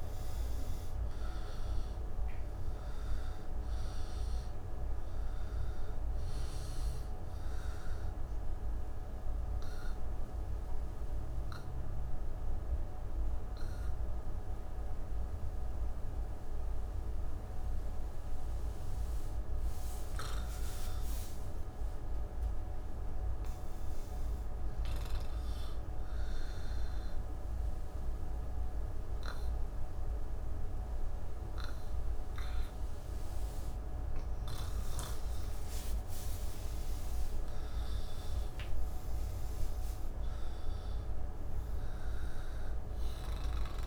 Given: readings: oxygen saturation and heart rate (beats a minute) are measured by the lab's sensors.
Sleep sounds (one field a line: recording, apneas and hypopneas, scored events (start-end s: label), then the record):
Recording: breathing in sleep, hard to hear, by a room microphone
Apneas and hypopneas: 1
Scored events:
0.00-22.00 s: oxygen desaturation (device-marked, oxygen 85% lowest, heart rate 66 extreme)
8.00-20.50 s: obstructive apnea (oxygen 97% before, 85% lowest, heart rate 74 before, 66 extreme, up 46 after)
41.00-43.87 s: oxygen desaturation (device-marked, oxygen 97% before, 94% lowest)
From the record:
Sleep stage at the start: N1 (lightest sleep)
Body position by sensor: on the back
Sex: male